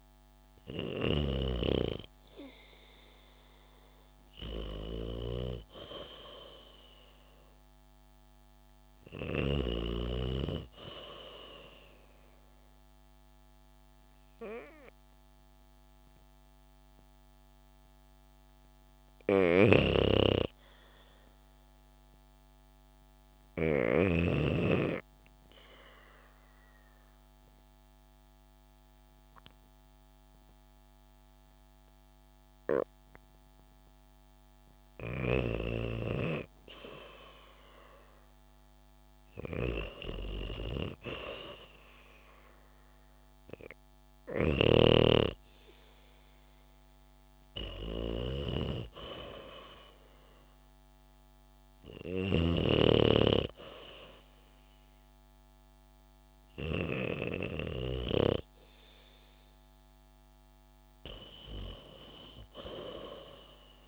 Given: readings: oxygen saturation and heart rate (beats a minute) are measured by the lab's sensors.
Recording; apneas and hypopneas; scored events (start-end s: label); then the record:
breathing in sleep by a microphone on the trachea; 1
1.00-9.50 s: snoring (device-marked)
19.50-24.50 s: snoring (device-marked)
26.00-36.00 s: obstructive apnea (oxygen 96% before, 92% lowest, heart rate 70 before, 67 extreme, up 0 after)
40.00-45.00 s: arousal
42.00-58.00 s: oxygen desaturation (device-marked, oxygen 95% before, 92% lowest, heart rate 71 before, 67 extreme)
44.50-52.50 s: snoring (device-marked)
62.50-63.88 s: arousal
From the record:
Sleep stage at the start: N2 (light sleep); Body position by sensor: on the back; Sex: female